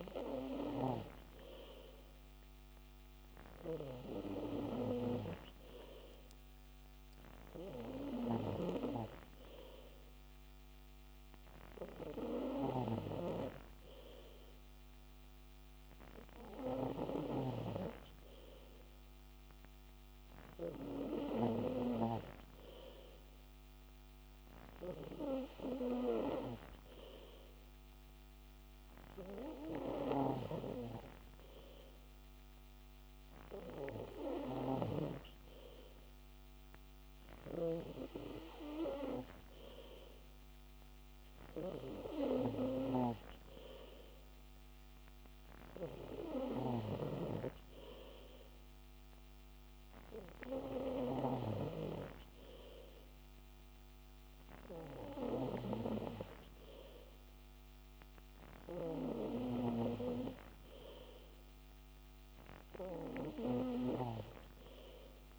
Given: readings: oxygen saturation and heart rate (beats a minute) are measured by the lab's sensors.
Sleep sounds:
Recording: breathing in sleep by a microphone on the trachea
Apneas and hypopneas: none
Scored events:
none scored
From the record:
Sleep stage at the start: N3 (deep sleep)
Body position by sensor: on the back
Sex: male

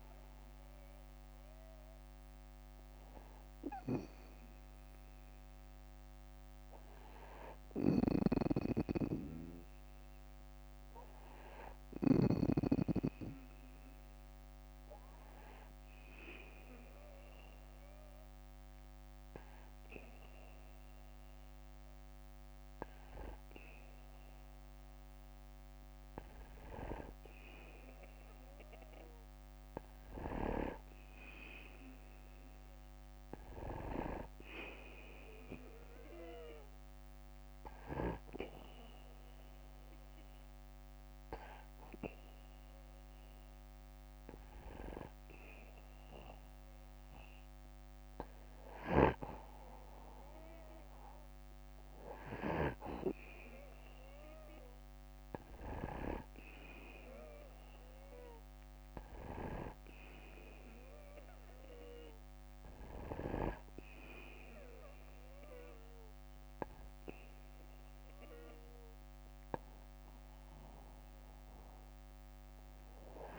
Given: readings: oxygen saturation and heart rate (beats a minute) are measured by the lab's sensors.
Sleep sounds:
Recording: breathing in sleep by a microphone on the trachea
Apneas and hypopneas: 2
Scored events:
3.00-20.00 s: oxygen desaturation (device-marked, oxygen 93% before, 89% lowest, heart rate 66 before, 61 extreme)
7.00-11.50 s: snoring (device-marked)
14.50-25.50 s: obstructive apnea (oxygen 93% before, 89% lowest, heart rate 64 before, 61 extreme, up 0 after)
26.00-30.00 s: arousal
34.50-47.50 s: obstructive apnea (oxygen 97% before, 93% lowest, heart rate 62 before, 62 extreme, up 1 after)
48.00-52.00 s: snoring (device-marked)
50.00-54.00 s: arousal
From the record:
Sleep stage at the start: N2 (light sleep)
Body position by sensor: on the back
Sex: male

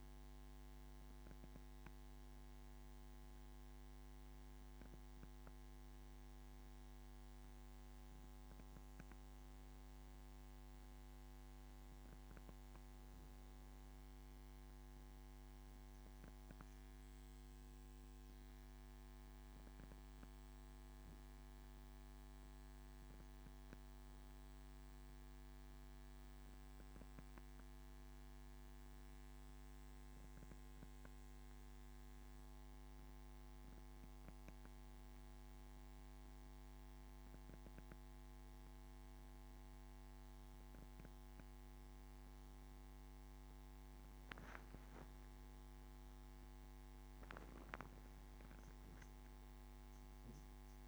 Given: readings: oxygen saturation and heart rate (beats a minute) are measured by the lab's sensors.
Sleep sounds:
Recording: breathing in sleep, hard to hear, by a microphone on the trachea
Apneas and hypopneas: none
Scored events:
none scored
From the record:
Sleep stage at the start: N1 (lightest sleep)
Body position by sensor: on the back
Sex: male

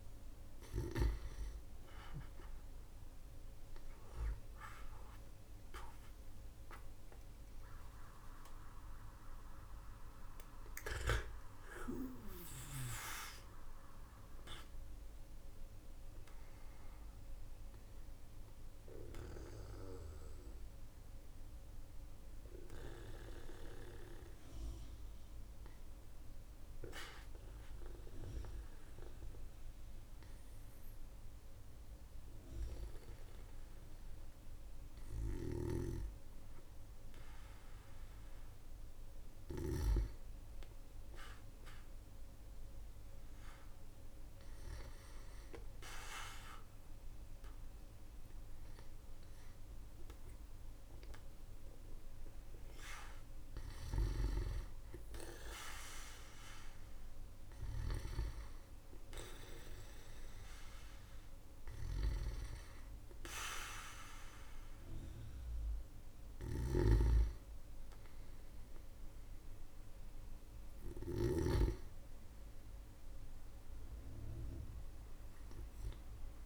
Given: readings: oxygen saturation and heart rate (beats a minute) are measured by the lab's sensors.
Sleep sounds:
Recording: breathing in sleep by a room microphone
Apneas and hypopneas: 1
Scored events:
0.00-19.00 s: oxygen desaturation (device-marked, oxygen 94% lowest, heart rate 45 extreme)
18.50-38.00 s: obstructive apnea (oxygen 98% before, 96% lowest, heart rate 60 before, 45 extreme, up 7 after)
35.00-39.50 s: snoring (device-marked)
60.00-76.46 s: new sleep stage, awake
66.00-71.00 s: snoring (device-marked)
From the record:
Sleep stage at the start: N2 (light sleep)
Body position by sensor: on the back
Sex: male

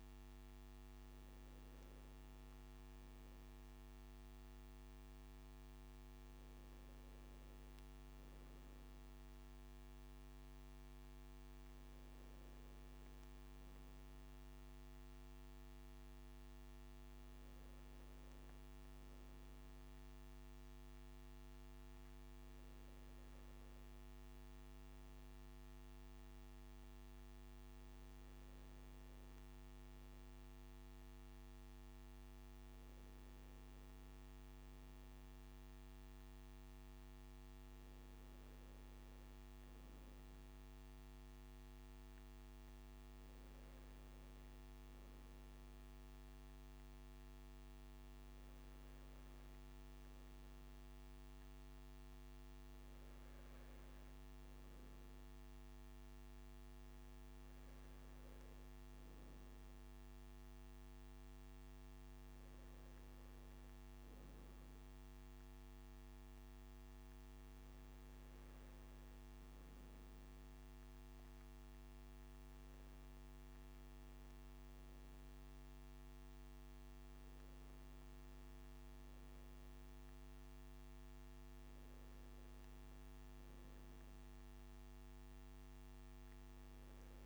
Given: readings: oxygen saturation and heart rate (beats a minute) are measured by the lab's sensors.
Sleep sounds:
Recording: breathing in sleep, hard to hear, by a microphone on the trachea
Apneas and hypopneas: none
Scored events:
none scored
From the record:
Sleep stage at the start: N2 (light sleep)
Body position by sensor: on the right side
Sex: male

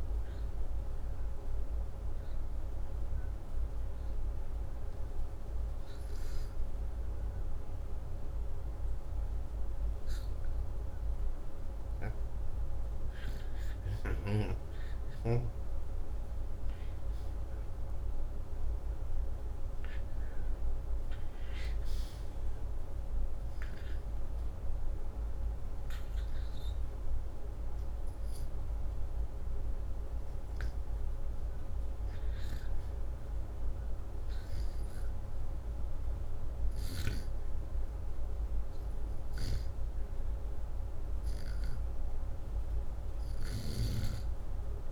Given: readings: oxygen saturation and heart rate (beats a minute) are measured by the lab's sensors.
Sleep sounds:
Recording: breathing in sleep, hard to hear, by a room microphone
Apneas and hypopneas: none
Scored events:
6.00-10.00 s: arousal
From the record:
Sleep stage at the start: REM sleep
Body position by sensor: upright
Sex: male

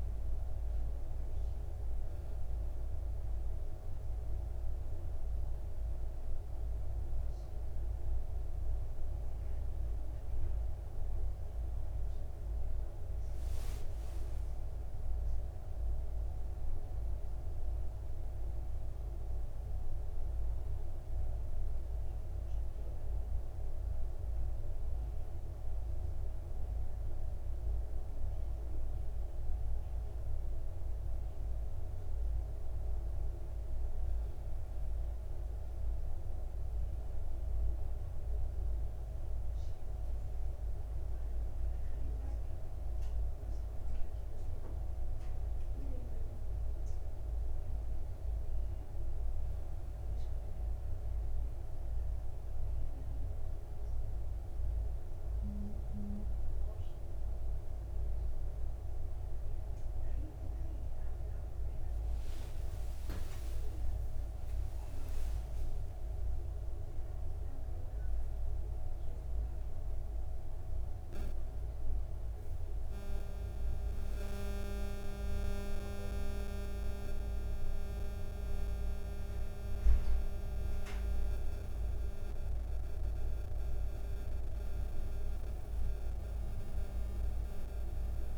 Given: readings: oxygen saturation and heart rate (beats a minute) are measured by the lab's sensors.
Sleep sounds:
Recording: breathing in sleep, hard to hear, by a room microphone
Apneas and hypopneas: none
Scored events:
63.50-65.50 s: long interval between heartbeats (device-marked, heart rate 62 before, 86 extreme)
66.00-73.50 s: arousal
66.50-68.50 s: long interval between heartbeats (device-marked, heart rate 67 before, 108 extreme)
From the record:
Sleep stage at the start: N2 (light sleep)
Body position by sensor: on the back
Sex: male

